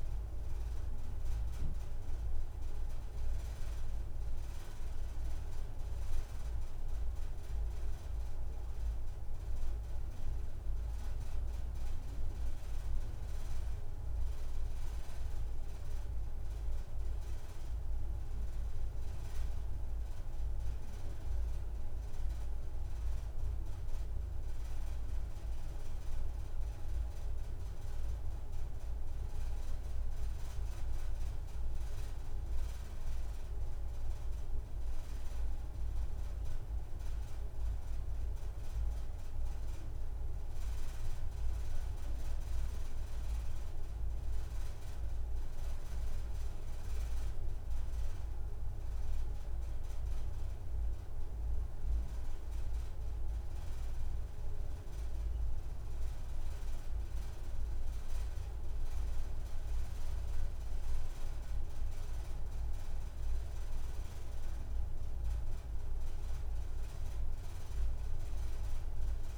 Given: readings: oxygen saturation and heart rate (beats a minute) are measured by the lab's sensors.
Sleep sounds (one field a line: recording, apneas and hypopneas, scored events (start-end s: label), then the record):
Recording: breathing in sleep, hard to hear, by a room microphone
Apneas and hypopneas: none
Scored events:
none scored
From the record:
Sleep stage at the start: N2 (light sleep)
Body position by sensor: on the right side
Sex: female